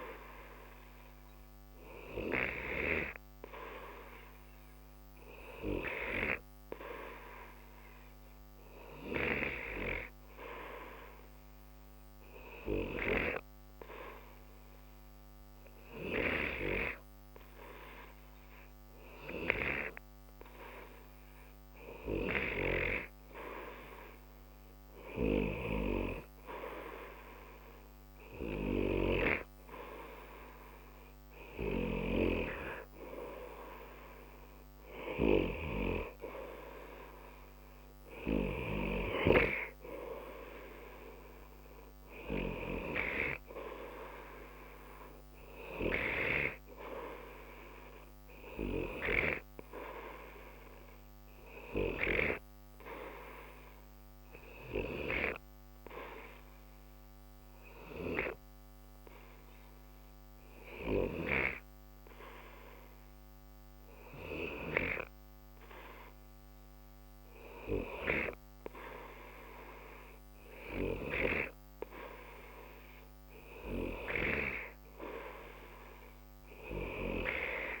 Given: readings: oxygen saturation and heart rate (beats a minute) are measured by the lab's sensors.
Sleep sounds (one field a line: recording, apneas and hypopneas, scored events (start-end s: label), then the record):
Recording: breathing in sleep by a microphone on the trachea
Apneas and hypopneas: 2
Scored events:
6.50-22.00 s: hypopnea (oxygen 94% before, 92% lowest, heart rate 60 before, 60 extreme, up 0 after)
24.50-28.00 s: arousal
53.00-66.00 s: obstructive apnea (oxygen 93% before, 92% lowest, heart rate 60 before, 60 extreme, up 0 after)
69.00-72.50 s: arousal
From the record:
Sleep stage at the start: N2 (light sleep)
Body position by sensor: on the right side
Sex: male